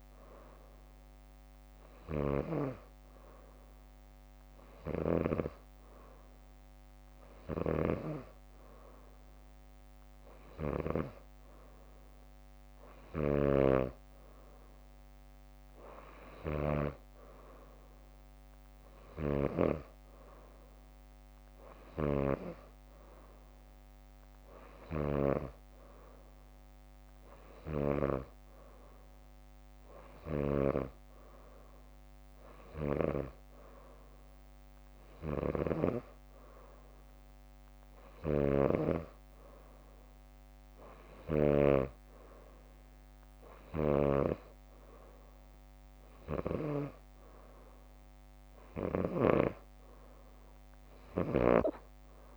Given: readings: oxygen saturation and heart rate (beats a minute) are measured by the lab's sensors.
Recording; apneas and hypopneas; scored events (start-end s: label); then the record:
breathing in sleep by a microphone on the trachea; none
38.50-42.00 s: snoring (device-marked)
From the record:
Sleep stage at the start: N2 (light sleep); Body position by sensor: on the back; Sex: female